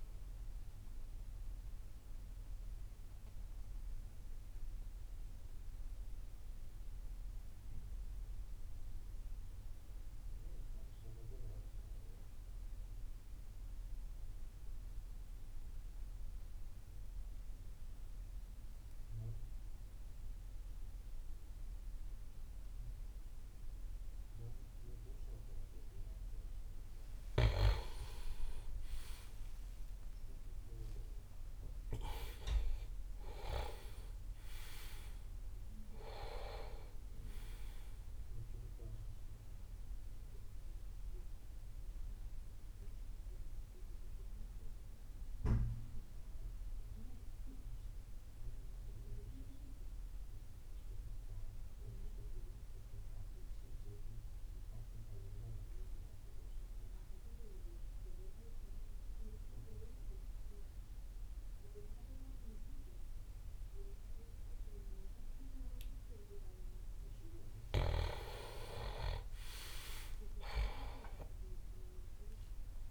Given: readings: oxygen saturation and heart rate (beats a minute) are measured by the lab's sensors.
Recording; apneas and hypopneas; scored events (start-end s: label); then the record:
breathing in sleep by a room microphone; 2
0.00-12.00 s: oxygen desaturation (device-marked, oxygen 86% lowest)
1.50-26.00 s: mixed apnea (oxygen 99% before, 82% lowest)
24.00-54.00 s: oxygen desaturation (device-marked, oxygen 99% before, 85% lowest)
28.00-32.50 s: arousal
40.00-66.50 s: mixed apnea (oxygen 99% before, 82% lowest)
65.00-72.91 s: oxygen desaturation (device-marked, oxygen 99% before, 82% lowest)
68.00-72.91 s: arousal
From the record:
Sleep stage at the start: N2 (light sleep); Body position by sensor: on the back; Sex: male